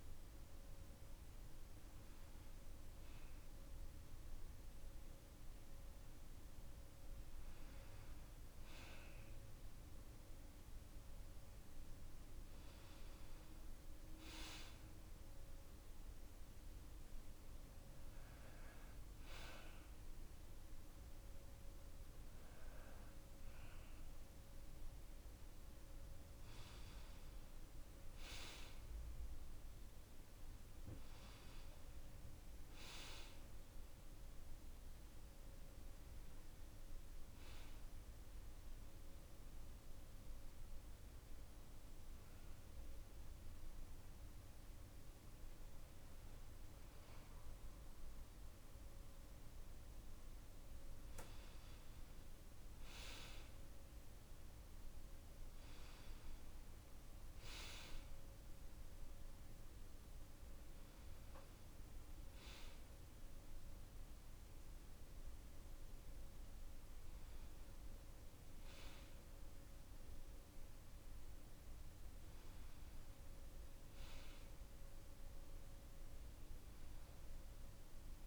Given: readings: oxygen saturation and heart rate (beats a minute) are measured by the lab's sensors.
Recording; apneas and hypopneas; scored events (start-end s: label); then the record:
breathing in sleep, hard to hear, by a room microphone; none
none scored
From the record:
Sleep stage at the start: N2 (light sleep); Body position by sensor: on the back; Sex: male